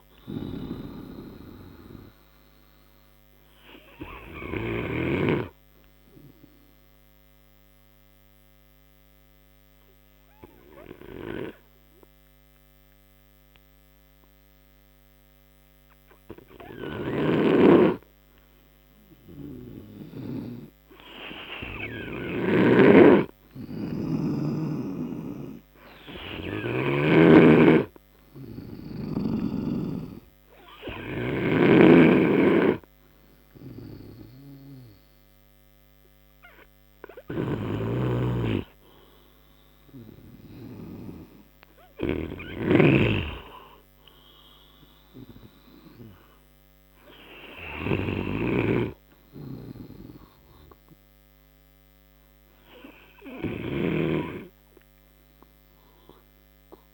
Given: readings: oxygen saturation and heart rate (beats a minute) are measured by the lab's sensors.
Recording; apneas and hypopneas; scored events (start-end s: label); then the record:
breathing in sleep by a microphone on the trachea; 1
3.50-8.50 s: oxygen desaturation (device-marked, oxygen 97% before, 93% lowest)
5.00-20.50 s: obstructive apnea (oxygen 97% before, 91% lowest)
22.00-24.50 s: arousal
22.50-27.50 s: snoring (device-marked)
27.50-44.50 s: oxygen desaturation (device-marked, oxygen 96% before, 91% lowest)
38.50-43.50 s: snoring (device-marked)
From the record:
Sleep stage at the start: N2 (light sleep); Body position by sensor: on the right side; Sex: male